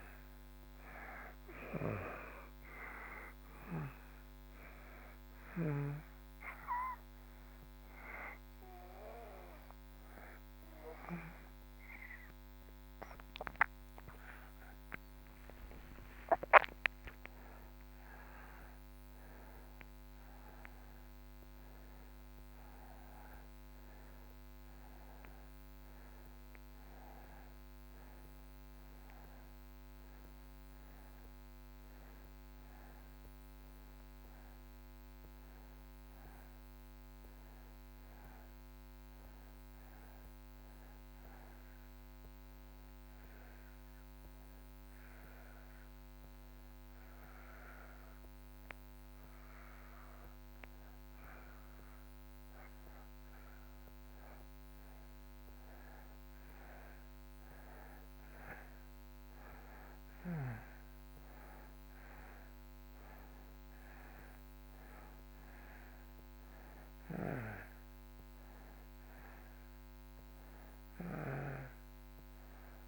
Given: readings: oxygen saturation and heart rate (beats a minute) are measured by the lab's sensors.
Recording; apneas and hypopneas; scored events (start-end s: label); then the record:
breathing in sleep by a microphone on the trachea; 2
1.00-24.00 s: oxygen desaturation (device-marked, oxygen 93% before, 87% lowest)
4.50-15.50 s: hypopnea (oxygen 94% before, 87% lowest)
17.00-20.50 s: arousal
43.00-55.00 s: obstructive apnea (oxygen 95% before, 87% lowest)
57.50-61.50 s: arousal
From the record:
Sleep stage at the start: N2 (light sleep); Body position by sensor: on the back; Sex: male